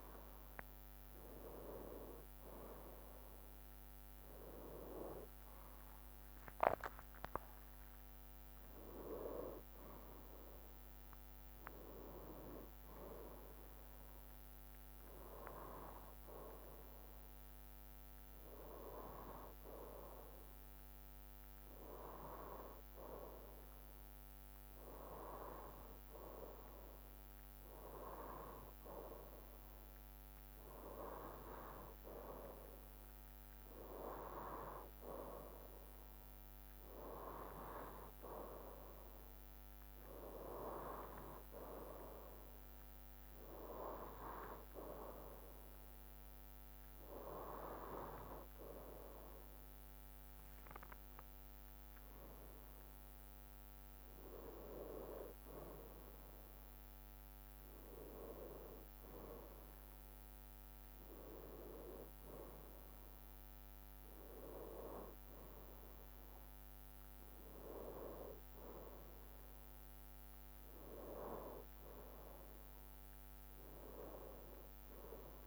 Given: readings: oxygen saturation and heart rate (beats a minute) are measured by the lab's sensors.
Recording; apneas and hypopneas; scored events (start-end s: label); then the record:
breathing in sleep by a microphone on the trachea; none
40.00-53.00 s: bradycardia (device-marked, heart rate 61 before, 58 extreme)
61.00-75.00 s: drop in pulse transit time (device-marked, heart rate 59 before, 62 extreme)
From the record:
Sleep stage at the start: N2 (light sleep); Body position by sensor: on the right side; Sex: male